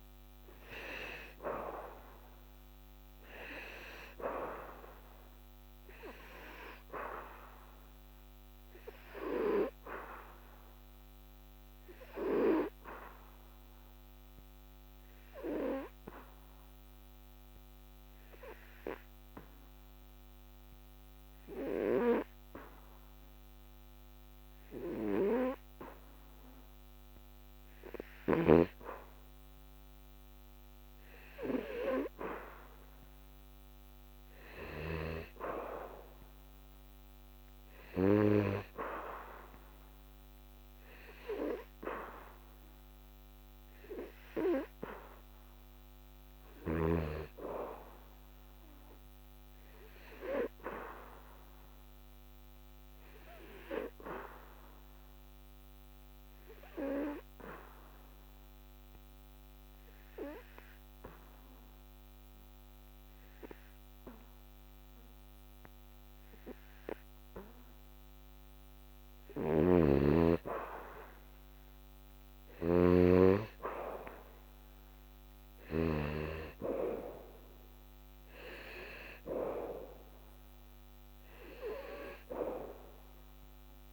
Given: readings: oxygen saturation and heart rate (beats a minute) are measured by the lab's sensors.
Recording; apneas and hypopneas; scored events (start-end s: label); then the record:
breathing in sleep by a microphone on the trachea; 2
6.50-21.50 s: oxygen desaturation (device-marked, oxygen 96% before, 89% lowest, heart rate 75 before, 72 extreme)
11.00-31.00 s: hypopnea (oxygen 97% before, 89% lowest, heart rate 76 before, 72 extreme, up 2 after)
32.50-36.00 s: arousal
34.50-61.50 s: oxygen desaturation (device-marked, oxygen 95% before, 89% lowest, heart rate 74 before, 69 extreme)
56.50-71.00 s: hypopnea (oxygen 95% before, 88% lowest, heart rate 78 before, 69 extreme, up 10 after)
69.50-73.00 s: snoring (device-marked)
72.50-76.00 s: arousal
73.50-83.93 s: oxygen desaturation (device-marked, oxygen 95% before, 88% lowest, heart rate 72 before, 64 extreme)
From the record:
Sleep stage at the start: N2 (light sleep); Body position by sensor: on the back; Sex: male